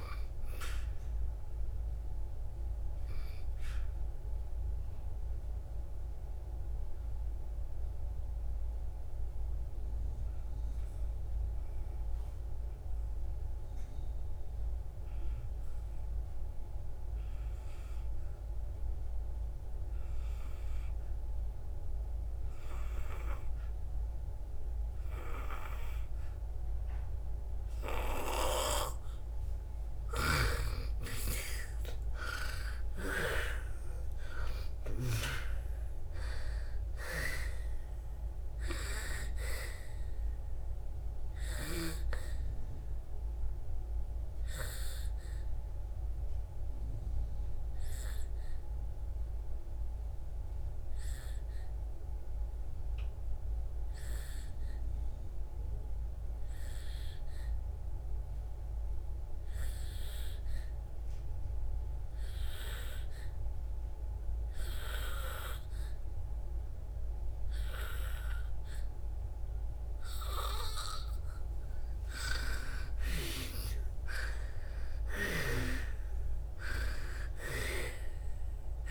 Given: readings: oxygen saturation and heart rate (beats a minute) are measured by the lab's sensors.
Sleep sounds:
breathing in sleep by a room microphone; 2
0.00-22.00 s: oxygen desaturation (device-marked, oxygen 88% lowest, heart rate 57 extreme)
2.50-29.00 s: obstructive apnea (oxygen 98% before, 86% lowest, heart rate 67 before, 56 extreme, up 3 after)
27.00-64.00 s: oxygen desaturation (device-marked, oxygen 99% before, 86% lowest, heart rate 61 before, 55 extreme)
32.00-37.50 s: arousal
41.50-71.00 s: obstructive apnea (oxygen 99% before, 86% lowest, heart rate 64 before, 55 extreme, up 4 after)
72.00-78.91 s: oxygen desaturation (device-marked, oxygen 98% before, 93% lowest, heart rate 61 before, 55 extreme)
72.50-77.00 s: arousal
From the record:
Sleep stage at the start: N2 (light sleep); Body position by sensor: on the back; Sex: female

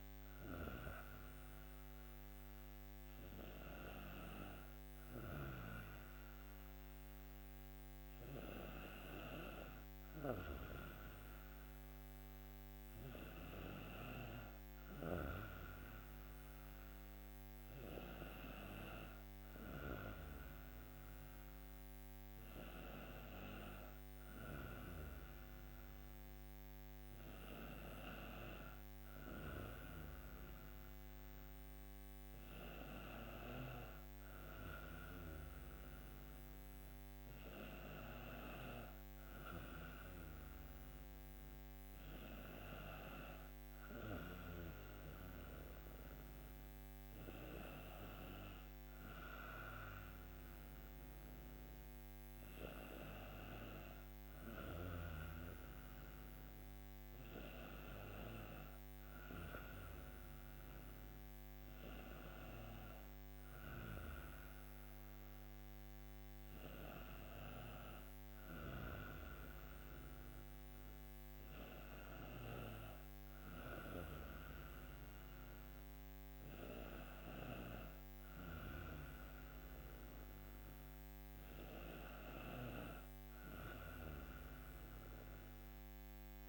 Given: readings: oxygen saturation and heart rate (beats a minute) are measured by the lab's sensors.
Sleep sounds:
breathing in sleep by a microphone on the trachea; none
82.00-86.49 s: snoring (device-marked)
From the record:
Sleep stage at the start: N2 (light sleep); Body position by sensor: on the right side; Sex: female

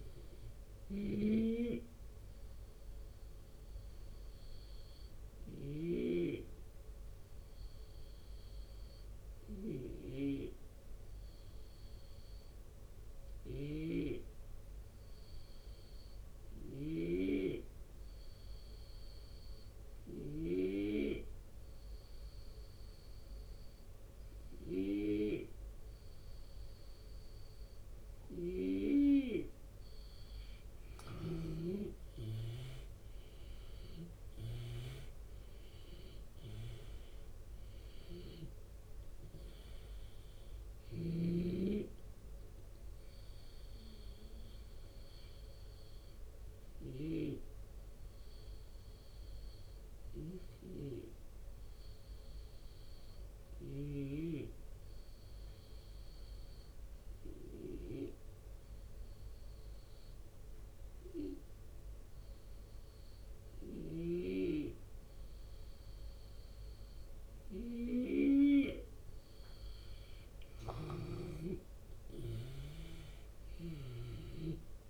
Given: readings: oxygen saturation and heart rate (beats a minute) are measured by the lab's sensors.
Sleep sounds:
breathing in sleep by a room microphone; 2
0.00-3.00 s: drop in pulse transit time (device-marked, heart rate 82 extreme)
0.50-31.00 s: snoring (device-marked)
1.00-74.90 s: new sleep stage, REM sleep
1.50-27.50 s: hypopnea (oxygen 85% before, 79% lowest, heart rate 84 before, 72 extreme, up 4 after)
30.00-34.50 s: arousal
31.00-46.00 s: drop in pulse transit time (device-marked, heart rate 78 before, 75 extreme)
38.00-62.00 s: oxygen desaturation (device-marked, oxygen 89% before, 82% lowest, heart rate 78 before, 72 extreme)
40.00-53.50 s: snoring (device-marked)
46.50-67.50 s: hypopnea (oxygen 92% before, 82% lowest, heart rate 79 before, 72 extreme, up 9 after)
70.00-74.90 s: arousal
70.00-74.90 s: drop in pulse transit time (device-marked, heart rate 73 before, 76 extreme)
73.00-74.90 s: snoring (device-marked)
From the record:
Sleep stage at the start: N2 (light sleep); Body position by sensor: on the left side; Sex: male

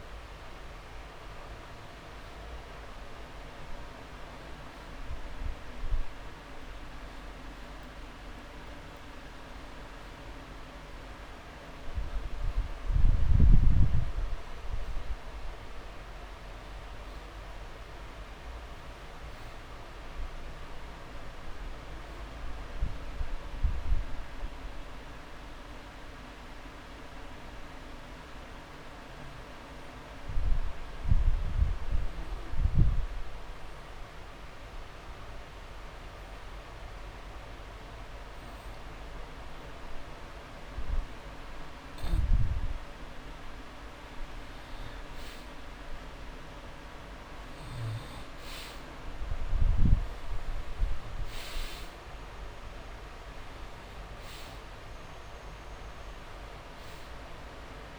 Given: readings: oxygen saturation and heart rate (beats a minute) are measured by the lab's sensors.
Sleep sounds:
breathing in sleep, hard to hear, by a room microphone; 1
11.00-13.00 s: long interval between heartbeats (device-marked)
21.00-24.50 s: arousal
26.50-43.50 s: obstructive apnea (oxygen 98% before, 88% lowest)
43.00-45.00 s: long interval between heartbeats (device-marked)
50.50-54.00 s: arousal
52.00-54.00 s: long interval between heartbeats (device-marked)
55.50-57.99 s: oxygen desaturation (device-marked, oxygen 97% before, 88% lowest)
From the record:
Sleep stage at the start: N2 (light sleep); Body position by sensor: on the back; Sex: male

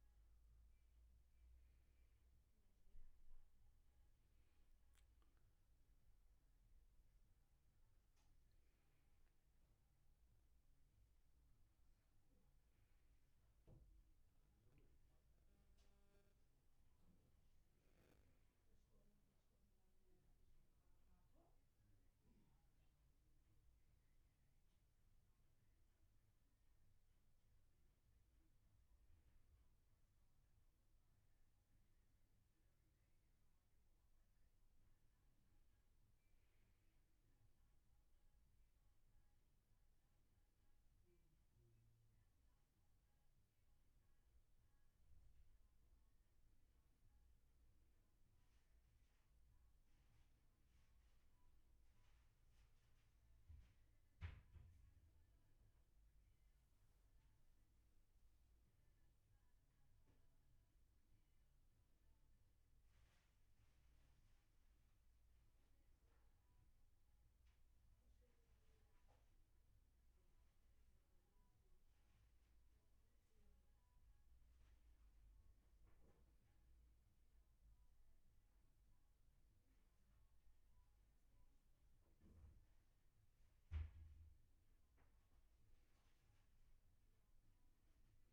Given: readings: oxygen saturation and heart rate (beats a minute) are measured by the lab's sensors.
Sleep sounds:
a person awake in a sleep study, hard to hear, by a room microphone; none
none scored
From the record:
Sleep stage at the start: awake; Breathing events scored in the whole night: 268 in 4.1 hours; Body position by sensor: on the back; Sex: male

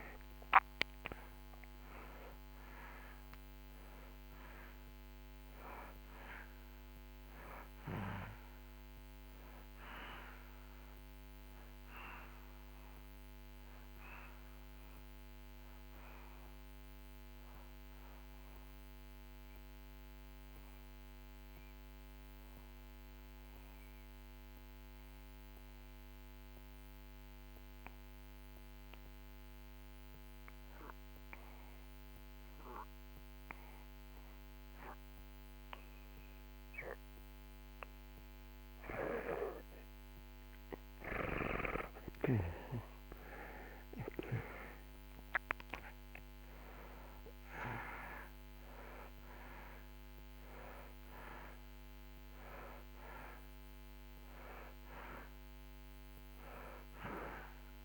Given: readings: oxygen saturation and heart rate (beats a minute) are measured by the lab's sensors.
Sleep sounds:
breathing in sleep by a microphone on the trachea; 1
0.00-31.00 s: oxygen desaturation (device-marked, oxygen 79% lowest)
18.50-37.50 s: obstructive apnea (oxygen 95% before, 75% lowest)
41.00-45.50 s: arousal
43.00-57.85 s: oxygen desaturation (device-marked, oxygen 96% before, 75% lowest)
From the record:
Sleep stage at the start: N2 (light sleep); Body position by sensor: on the back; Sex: male

